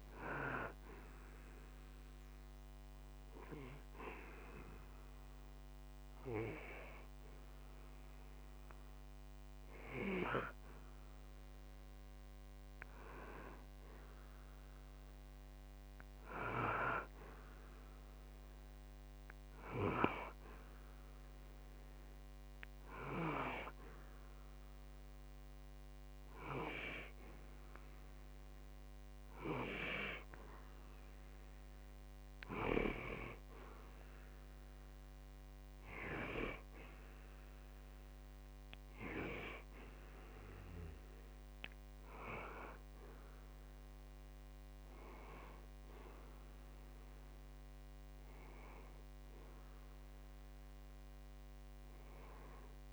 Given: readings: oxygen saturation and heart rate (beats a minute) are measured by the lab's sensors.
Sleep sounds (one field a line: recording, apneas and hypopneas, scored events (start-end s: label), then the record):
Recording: breathing in sleep by a microphone on the trachea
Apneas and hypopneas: none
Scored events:
none scored
From the record:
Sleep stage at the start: N2 (light sleep)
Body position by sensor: on the back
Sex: male